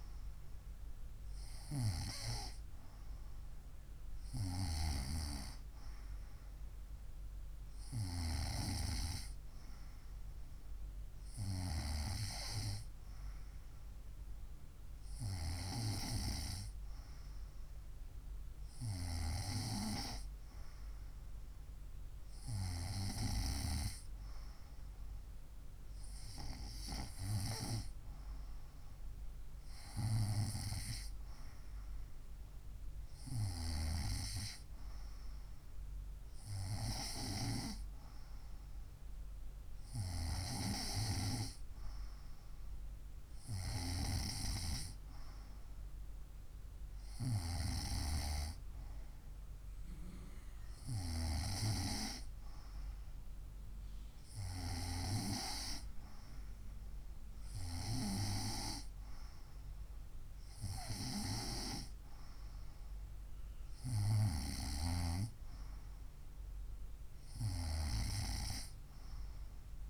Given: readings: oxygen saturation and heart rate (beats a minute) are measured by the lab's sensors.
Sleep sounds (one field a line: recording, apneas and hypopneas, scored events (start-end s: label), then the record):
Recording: breathing in sleep by a room microphone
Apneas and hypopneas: none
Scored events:
none scored
From the record:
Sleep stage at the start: N2 (light sleep)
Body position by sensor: on the right side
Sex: female